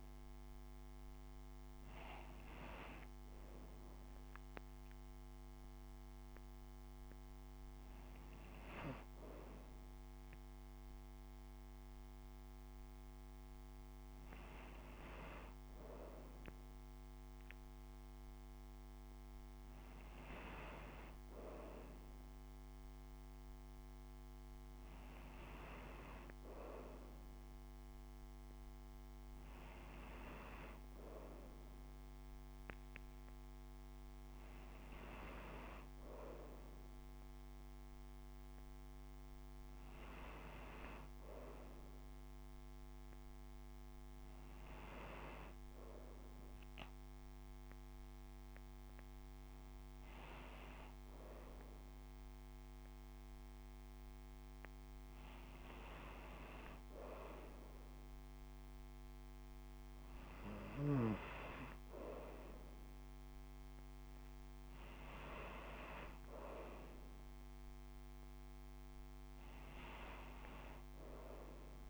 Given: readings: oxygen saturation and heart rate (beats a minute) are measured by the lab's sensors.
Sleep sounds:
breathing in sleep by a microphone on the trachea; none
none scored
From the record:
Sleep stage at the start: N2 (light sleep); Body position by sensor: upright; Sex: female

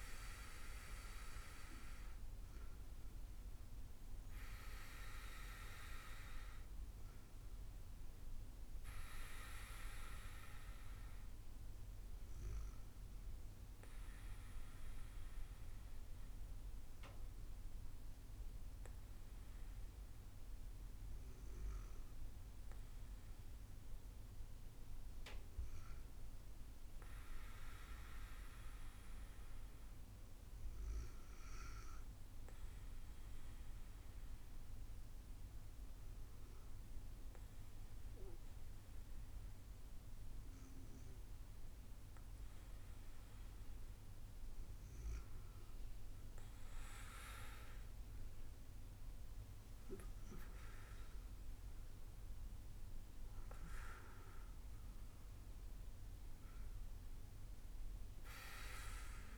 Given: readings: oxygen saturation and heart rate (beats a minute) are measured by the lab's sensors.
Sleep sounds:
breathing in sleep by a room microphone; 1
30.50-43.00 s: hypopnea (oxygen 98% before, 96% lowest, heart rate 71 before, 71 extreme, up 28 after)
47.00-51.00 s: arousal
From the record:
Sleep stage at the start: N2 (light sleep); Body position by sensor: on the back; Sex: female

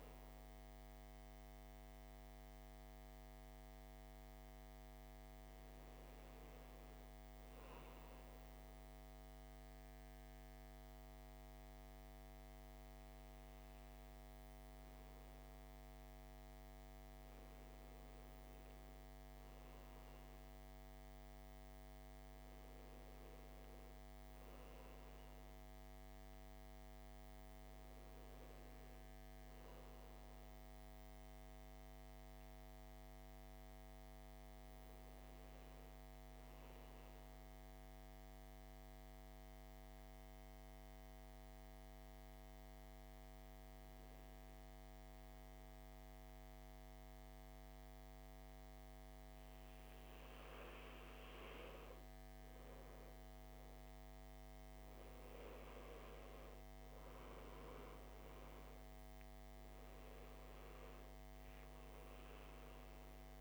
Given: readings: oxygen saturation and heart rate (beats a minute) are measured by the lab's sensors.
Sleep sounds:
breathing in sleep, hard to hear, by a microphone on the trachea; 2
2.50-5.50 s: arousal
7.50-18.50 s: obstructive apnea (oxygen 97% before, 92% lowest, heart rate 57 before, 56 extreme, up 3 after)
20.50-24.50 s: arousal
36.00-51.00 s: mixed apnea (oxygen 96% before, 92% lowest, heart rate 58 before, 55 extreme, up 3 after)
53.50-57.50 s: arousal
60.00-63.41 s: oxygen desaturation (device-marked, oxygen 96% before, 92% lowest, heart rate 57 before, 54 extreme)
From the record:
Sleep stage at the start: N2 (light sleep); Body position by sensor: on the back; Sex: male

